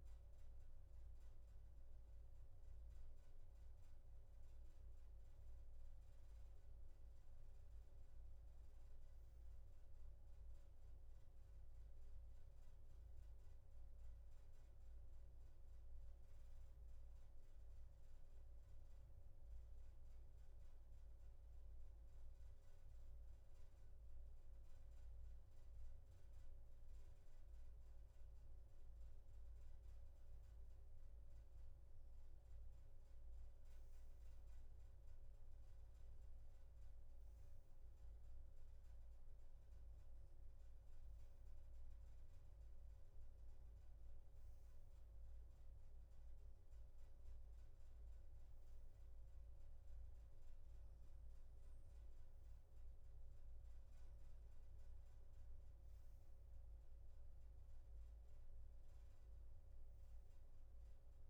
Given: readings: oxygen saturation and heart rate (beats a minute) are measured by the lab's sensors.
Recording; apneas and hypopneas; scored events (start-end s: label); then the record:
breathing in sleep, hard to hear, by a room microphone; none
none scored
From the record:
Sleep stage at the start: N2 (light sleep); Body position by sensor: on the right side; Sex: male